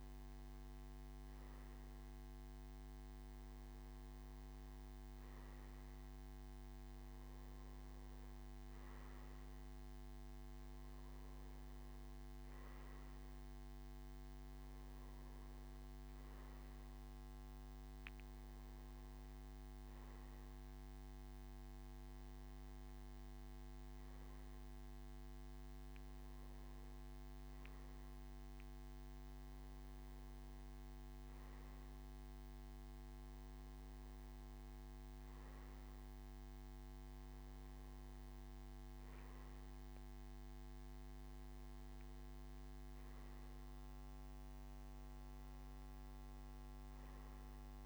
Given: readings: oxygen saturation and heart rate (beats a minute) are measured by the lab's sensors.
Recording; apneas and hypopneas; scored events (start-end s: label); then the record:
breathing in sleep, hard to hear, by a microphone on the trachea; none
none scored
From the record:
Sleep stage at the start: N2 (light sleep); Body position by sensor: on the back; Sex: male